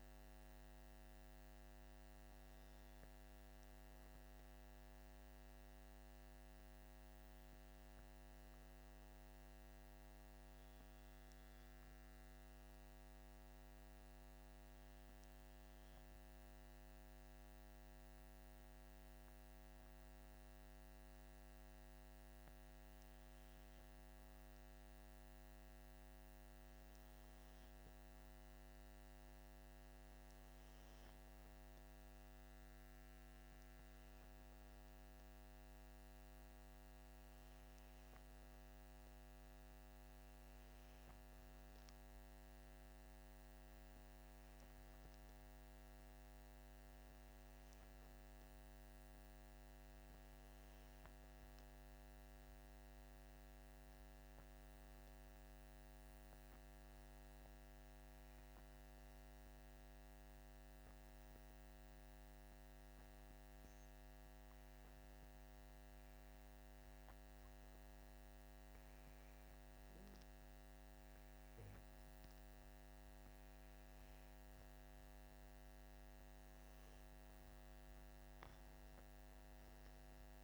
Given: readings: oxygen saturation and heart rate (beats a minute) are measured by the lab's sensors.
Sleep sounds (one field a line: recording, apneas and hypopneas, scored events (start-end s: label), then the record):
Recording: breathing in sleep, hard to hear, by a microphone on the trachea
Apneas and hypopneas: 1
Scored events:
12.50-74.00 s: hypopnea (oxygen 98% before, 89% lowest, heart rate 54 before, 55 extreme, up 10 after)
77.50-80.44 s: arousal
From the record:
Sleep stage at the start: REM sleep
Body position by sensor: on the back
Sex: male